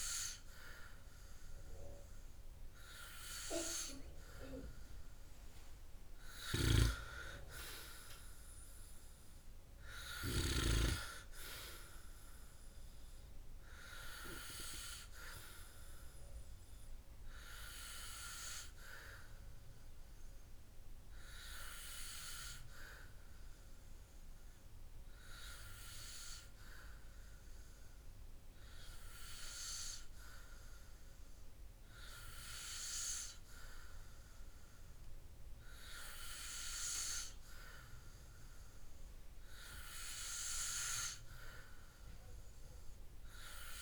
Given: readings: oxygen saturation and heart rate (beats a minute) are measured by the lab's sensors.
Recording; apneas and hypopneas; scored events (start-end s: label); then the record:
breathing in sleep by a room microphone; none
none scored
From the record:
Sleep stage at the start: N3 (deep sleep); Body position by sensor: on the back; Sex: male